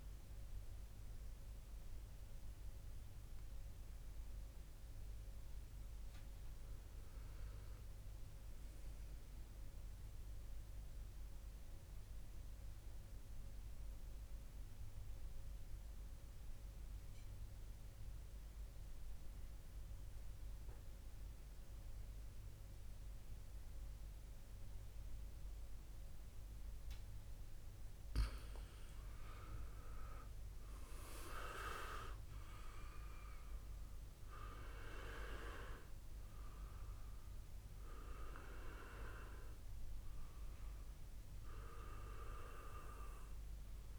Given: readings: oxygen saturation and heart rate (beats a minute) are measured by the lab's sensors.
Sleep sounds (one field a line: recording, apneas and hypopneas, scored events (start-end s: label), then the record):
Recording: breathing in sleep by a room microphone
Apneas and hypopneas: 1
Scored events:
10.50-28.50 s: mixed apnea (oxygen 98% before, 95% lowest, heart rate 54 before, 50 extreme, up 5 after)
31.00-37.00 s: arousal
From the record:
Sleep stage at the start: REM sleep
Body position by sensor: on the back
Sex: male